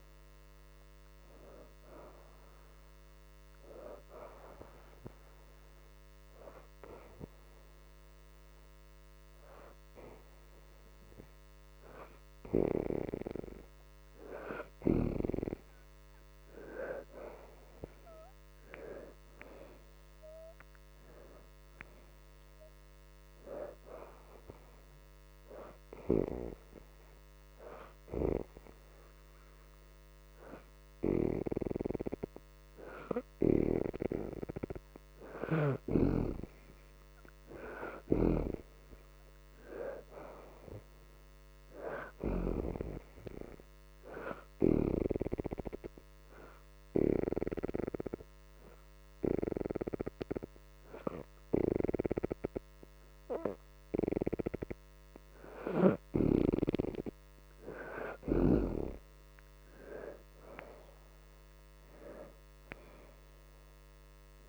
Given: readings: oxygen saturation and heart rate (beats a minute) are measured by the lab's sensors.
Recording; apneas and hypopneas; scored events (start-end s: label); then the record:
breathing in sleep by a microphone on the trachea; 3
0.00-7.00 s: oxygen desaturation (device-marked, oxygen 63% lowest, heart rate 74 extreme)
4.50-15.50 s: hypopnea (oxygen 80% before, 64% lowest, heart rate 80 before, 74 extreme, up 6 after)
9.00-21.00 s: oxygen desaturation (device-marked, oxygen 83% before, 75% lowest, heart rate 80 before, 74 extreme)
17.00-21.00 s: arousal
25.50-36.50 s: hypopnea (oxygen 83% before, 62% lowest, heart rate 79 before, 76 extreme, up 5 after)
26.00-40.00 s: oxygen desaturation (device-marked, oxygen 82% before, 67% lowest, heart rate 79 before, 76 extreme)
38.50-42.50 s: arousal
45.00-59.00 s: oxygen desaturation (device-marked, oxygen 81% before, 69% lowest, heart rate 80 before, 76 extreme)
46.00-57.00 s: obstructive apnea (oxygen 82% before, 62% lowest, heart rate 80 before, 76 extreme, up 6 after)
60.50-64.49 s: arousal
From the record:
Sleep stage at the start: N2 (light sleep); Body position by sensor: upright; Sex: female